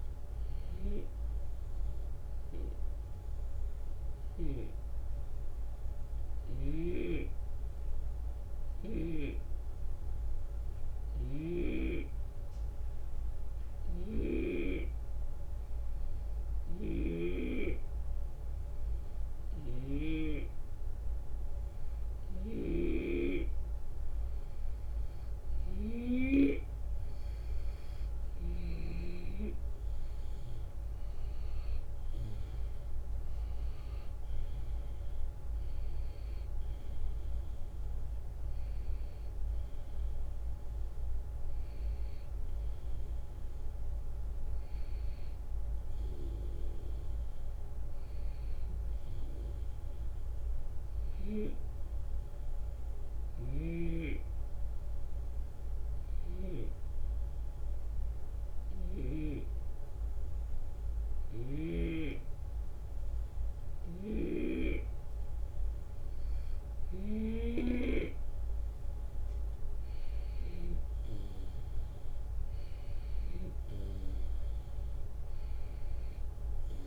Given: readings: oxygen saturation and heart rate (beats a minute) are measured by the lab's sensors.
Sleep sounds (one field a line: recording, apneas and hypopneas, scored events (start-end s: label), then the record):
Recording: breathing in sleep by a room microphone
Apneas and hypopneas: 2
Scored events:
1.00-25.00 s: hypopnea (oxygen 94% before, 90% lowest, heart rate 78 before, 72 extreme, up 8 after)
6.50-11.50 s: snoring (device-marked)
13.50-20.00 s: snoring (device-marked)
22.00-28.50 s: snoring (device-marked)
28.00-32.50 s: arousal
30.50-43.50 s: drop in pulse transit time (device-marked, heart rate 74 before, 78 extreme)
52.00-66.00 s: hypopnea (oxygen 93% before, 91% lowest, heart rate 78 before, 72 extreme, up 5 after)
53.00-56.50 s: snoring (device-marked)
63.50-67.00 s: snoring (device-marked)
68.50-72.00 s: arousal
From the record:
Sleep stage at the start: N2 (light sleep)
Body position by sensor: on the left side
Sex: male